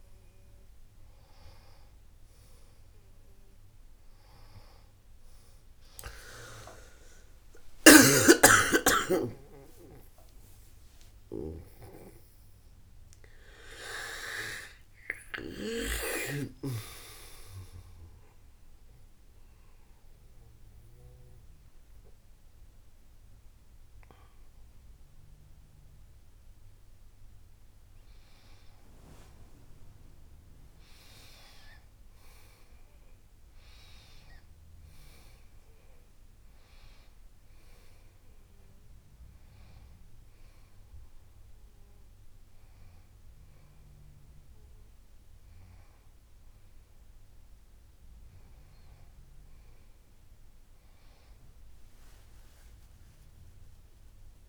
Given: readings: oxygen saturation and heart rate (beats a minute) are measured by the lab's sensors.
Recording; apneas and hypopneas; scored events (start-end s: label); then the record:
a person awake in a sleep study, by a room microphone; none
8.50-16.50 s: snoring (device-marked)
From the record:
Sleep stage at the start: awake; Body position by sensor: on the back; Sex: female